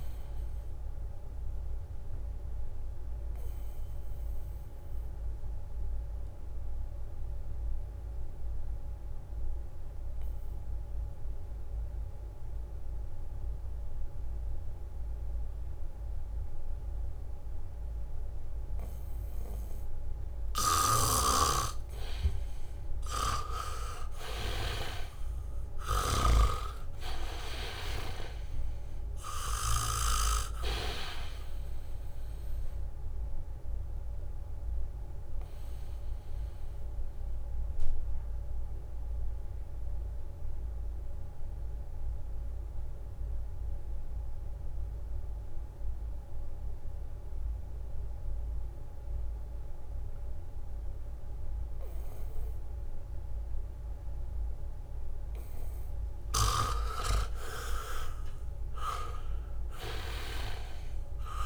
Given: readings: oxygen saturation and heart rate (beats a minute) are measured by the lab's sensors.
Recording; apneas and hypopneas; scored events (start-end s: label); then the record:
breathing in sleep by a room microphone; 2
0.00-14.50 s: oxygen desaturation (device-marked, oxygen 84% lowest, heart rate 71 extreme)
0.50-22.00 s: obstructive apnea (oxygen 99% before, 82% lowest, heart rate 75 before, 72 extreme, up 2 after)
15.50-25.50 s: leg movement (device-marked)
21.00-27.00 s: snoring (device-marked)
24.00-27.00 s: arousal
24.50-48.50 s: oxygen desaturation (device-marked, oxygen 99% before, 82% lowest, heart rate 74 before, 70 extreme)
26.00-36.50 s: leg movement (device-marked)
32.50-54.00 s: obstructive apnea (oxygen 99% before, 79% lowest, heart rate 75 before, 70 extreme, up 0 after)
56.00-61.00 s: leg movement (device-marked)
56.50-61.46 s: oxygen desaturation (device-marked, oxygen 99% before, 82% lowest, heart rate 74 before, 71 extreme)
57.00-60.50 s: arousal
From the record:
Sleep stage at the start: N2 (light sleep); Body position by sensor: on the back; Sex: male